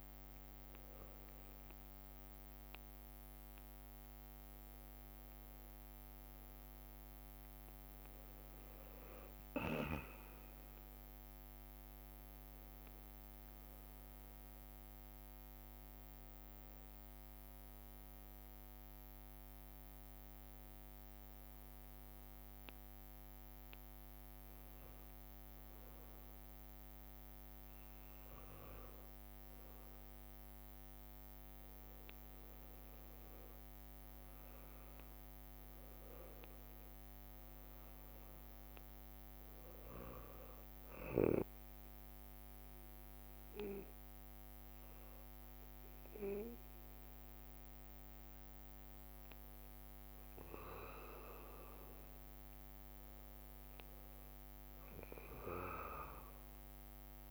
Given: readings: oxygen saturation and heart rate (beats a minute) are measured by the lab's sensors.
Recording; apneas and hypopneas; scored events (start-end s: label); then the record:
breathing in sleep by a microphone on the trachea; 2
1.50-3.50 s: long interval between heartbeats (device-marked, heart rate 64 before, 71 extreme)
11.00-15.00 s: arousal
19.00-30.00 s: hypopnea (oxygen 96% before, 94% lowest, heart rate 69 before, 62 extreme, up 2 after)
32.50-36.50 s: arousal
41.00-52.50 s: hypopnea (oxygen 97% before, 94% lowest, heart rate 63 before, 63 extreme, up 4 after)
56.00-57.31 s: arousal
From the record:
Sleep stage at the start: N1 (lightest sleep); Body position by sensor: on the back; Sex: male